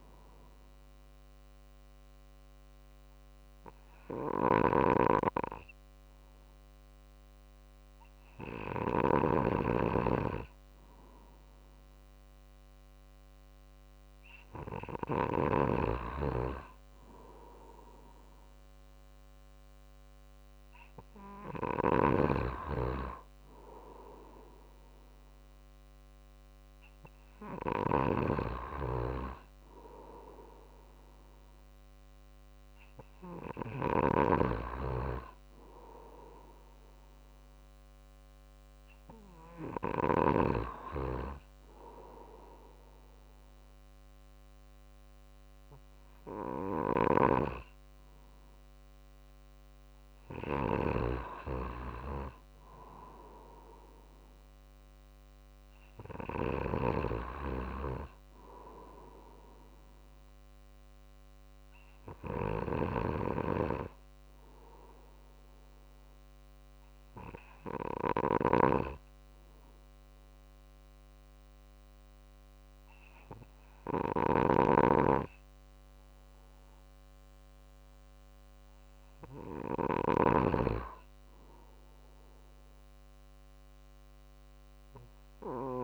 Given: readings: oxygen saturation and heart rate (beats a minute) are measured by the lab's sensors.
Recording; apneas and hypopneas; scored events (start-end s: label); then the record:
breathing in sleep by a microphone on the trachea; 1
4.00-15.00 s: snoring (device-marked)
11.00-23.00 s: drop in pulse transit time (device-marked, heart rate 50 before, 50 extreme)
21.00-33.50 s: snoring (device-marked)
55.00-68.00 s: drop in pulse transit time (device-marked, heart rate 50 before, 50 extreme)
63.50-78.50 s: obstructive apnea (oxygen 95% before, 93% lowest, heart rate 51 before, 50 extreme)
67.50-85.84 s: snoring (device-marked)
79.00-82.00 s: arousal
From the record:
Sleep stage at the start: N2 (light sleep); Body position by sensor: on the right side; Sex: male